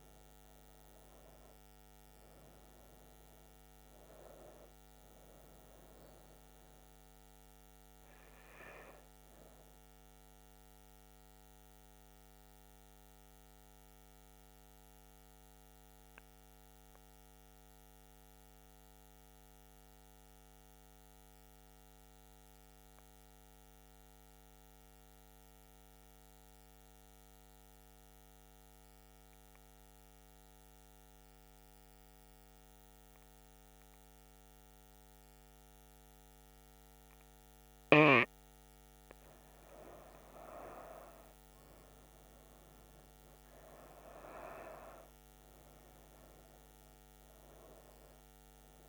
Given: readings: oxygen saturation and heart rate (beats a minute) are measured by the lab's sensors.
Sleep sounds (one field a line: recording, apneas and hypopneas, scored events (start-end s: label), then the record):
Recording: breathing in sleep by a microphone on the trachea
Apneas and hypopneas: 1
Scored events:
0.00-15.50 s: oxygen desaturation (device-marked, oxygen 91% lowest, heart rate 67 extreme)
11.00-37.50 s: mixed apnea (oxygen 97% before, 90% lowest, heart rate 77 before, 67 extreme, up 7 after)
34.50-48.89 s: oxygen desaturation (device-marked, oxygen 97% before, 90% lowest, heart rate 70 before, 66 extreme)
42.00-46.50 s: arousal
From the record:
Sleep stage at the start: N2 (light sleep)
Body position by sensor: on the right side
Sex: female